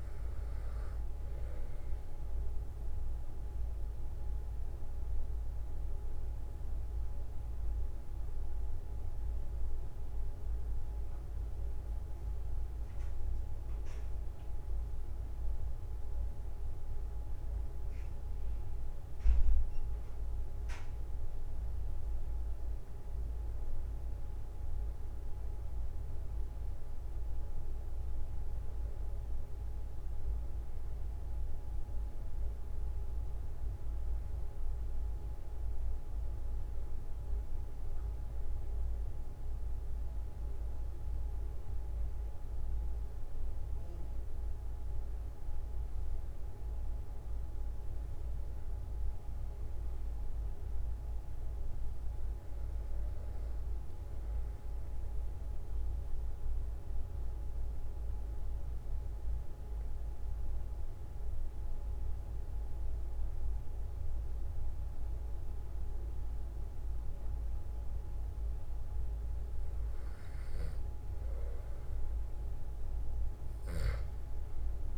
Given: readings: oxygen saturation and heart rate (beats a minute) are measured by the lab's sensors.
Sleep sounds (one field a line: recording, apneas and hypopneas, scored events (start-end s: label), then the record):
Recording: breathing in sleep, hard to hear, by a room microphone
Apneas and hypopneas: 2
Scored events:
4.50-23.00 s: obstructive apnea (oxygen 97% before, 93% lowest, heart rate 45 before, 43 extreme, up 3 after)
26.00-30.00 s: arousal
55.00-69.50 s: obstructive apnea (oxygen 96% before, 94% lowest, heart rate 45 before, 43 extreme, up 3 after)
66.00-74.98 s: new sleep stage, N2 (light sleep)
From the record:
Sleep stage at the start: REM sleep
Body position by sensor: on the back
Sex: male